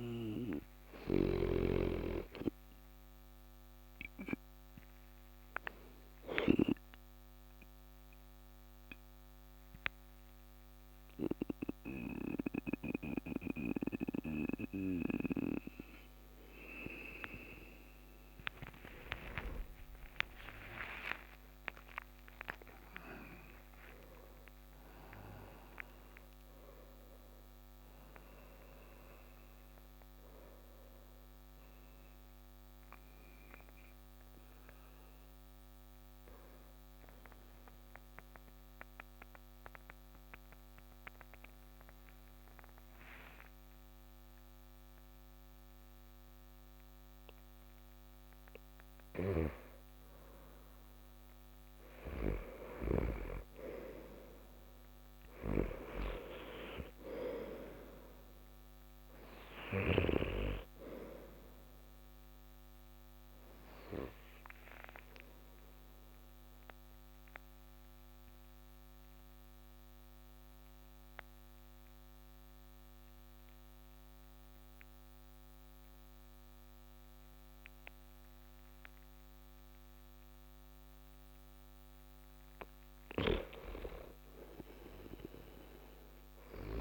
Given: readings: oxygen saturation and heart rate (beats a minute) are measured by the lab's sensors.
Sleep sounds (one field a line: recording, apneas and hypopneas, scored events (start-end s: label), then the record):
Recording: breathing in sleep by a microphone on the trachea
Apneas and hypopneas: 3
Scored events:
0.00-1.00 s: snoring (device-marked)
5.50-16.50 s: obstructive apnea (oxygen 97% before, 92% lowest)
11.00-25.00 s: oxygen desaturation (device-marked, oxygen 97% before, 92% lowest)
18.00-22.50 s: arousal
37.00-48.00 s: central apnea (oxygen 97% before, 92% lowest)
49.50-53.00 s: arousal
58.00-76.00 s: oxygen desaturation (device-marked, oxygen 98% before, 92% lowest)
63.00-81.00 s: obstructive apnea (oxygen 98% before, 92% lowest)
84.50-86.81 s: arousal
From the record:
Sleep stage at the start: N2 (light sleep)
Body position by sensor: on the back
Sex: male